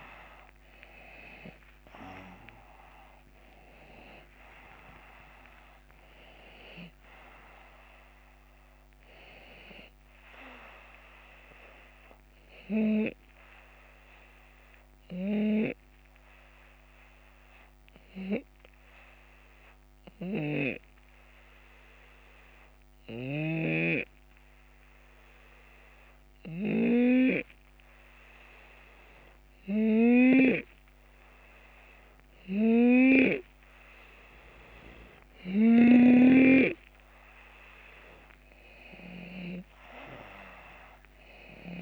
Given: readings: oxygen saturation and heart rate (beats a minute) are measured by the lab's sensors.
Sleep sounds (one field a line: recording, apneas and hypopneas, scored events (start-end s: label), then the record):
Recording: breathing in sleep by a microphone on the trachea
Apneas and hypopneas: 1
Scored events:
0.50-4.00 s: arousal
13.00-33.50 s: hypopnea (oxygen 93% before, 89% lowest, heart rate 80 before, 70 extreme, up 7 after)
15.00-41.82 s: snoring (device-marked)
40.00-41.82 s: drop in pulse transit time (device-marked, heart rate 72 before, 76 extreme)
From the record:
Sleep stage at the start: N2 (light sleep)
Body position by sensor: on the left side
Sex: male